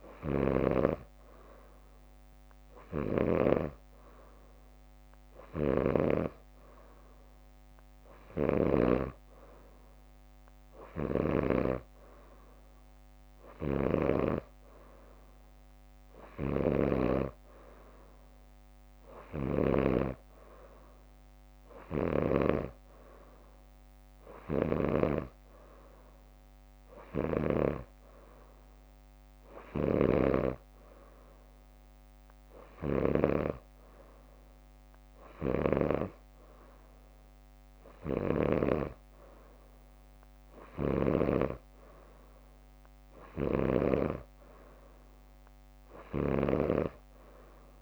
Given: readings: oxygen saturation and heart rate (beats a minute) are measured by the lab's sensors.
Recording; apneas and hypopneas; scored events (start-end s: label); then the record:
breathing in sleep by a microphone on the trachea; none
0.00-1.00 s: snoring (device-marked)
2.50-4.50 s: leg movement (device-marked)
5.50-9.50 s: leg movement (device-marked)
13.50-18.00 s: leg movement (device-marked)
22.00-23.50 s: leg movement (device-marked)
46.00-47.82 s: leg movement (device-marked)
From the record:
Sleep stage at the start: N3 (deep sleep); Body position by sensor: on the back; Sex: female